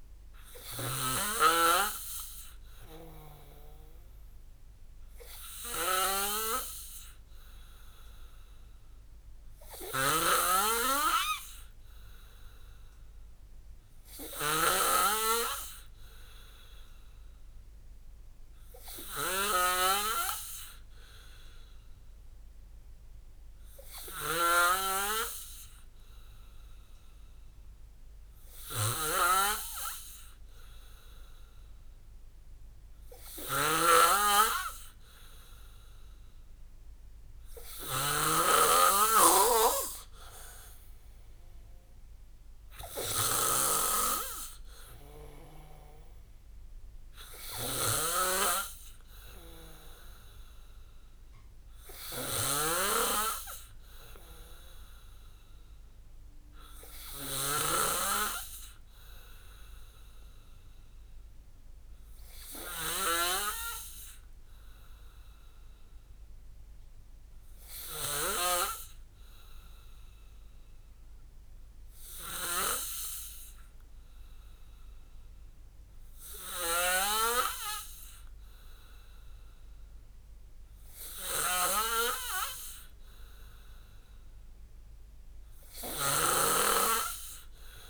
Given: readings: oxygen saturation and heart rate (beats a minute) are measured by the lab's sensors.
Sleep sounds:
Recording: breathing in sleep by a room microphone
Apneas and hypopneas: 2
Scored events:
0.00-1.00 s: arousal
0.00-1.50 s: snoring (device-marked)
5.00-38.00 s: hypopnea (oxygen 95% before, 92% lowest)
10.00-87.90 s: snoring (device-marked)
40.00-45.00 s: arousal
68.50-83.50 s: obstructive apnea (oxygen 95% before, 93% lowest)
From the record:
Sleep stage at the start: N2 (light sleep)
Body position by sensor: on the back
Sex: male

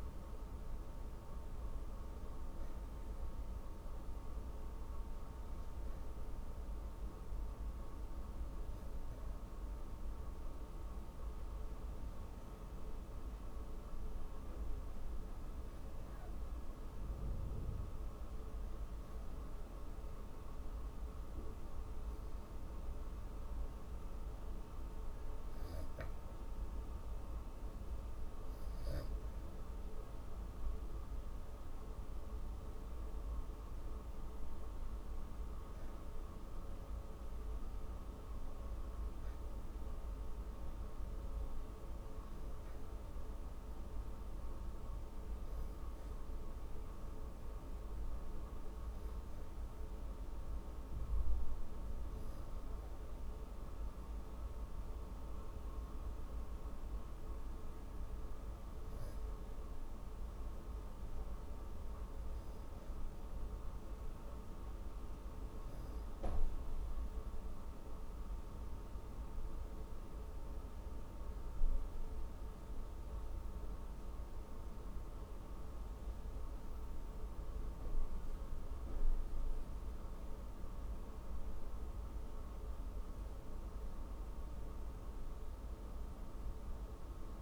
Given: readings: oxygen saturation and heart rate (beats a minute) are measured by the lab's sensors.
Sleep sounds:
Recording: breathing in sleep, hard to hear, by a room microphone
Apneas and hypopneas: 2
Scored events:
12.50-27.00 s: hypopnea (oxygen 94% before, 90% lowest, heart rate 56 before, 51 extreme, up 11 after)
31.00-34.00 s: arousal
46.50-60.50 s: hypopnea (oxygen 94% before, 90% lowest, heart rate 59 before, 45 extreme, up 13 after)
62.50-65.50 s: arousal
66.50-87.41 s: oxygen desaturation (device-marked, oxygen 94% before, 90% lowest, heart rate 53 before, 45 extreme)
From the record:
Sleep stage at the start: N2 (light sleep)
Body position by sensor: on the back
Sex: female

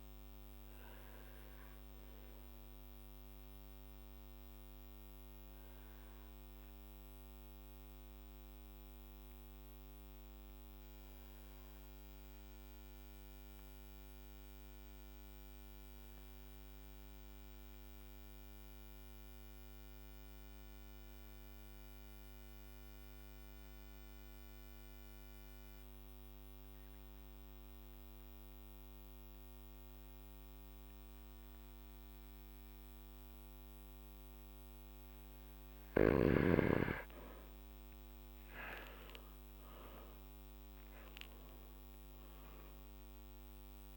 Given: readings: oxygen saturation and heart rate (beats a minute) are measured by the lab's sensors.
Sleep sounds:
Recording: breathing in sleep, hard to hear, by a microphone on the trachea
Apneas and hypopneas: 1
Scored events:
0.50-35.50 s: obstructive apnea (oxygen 99% before, 94% lowest, heart rate 55 before, 52 extreme, up 15 after)
10.00-24.00 s: oxygen desaturation (device-marked, oxygen 98% before, 94% lowest, heart rate 59 before, 52 extreme)
37.50-43.97 s: arousal
From the record:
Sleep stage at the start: N2 (light sleep)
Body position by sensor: on the back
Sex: male

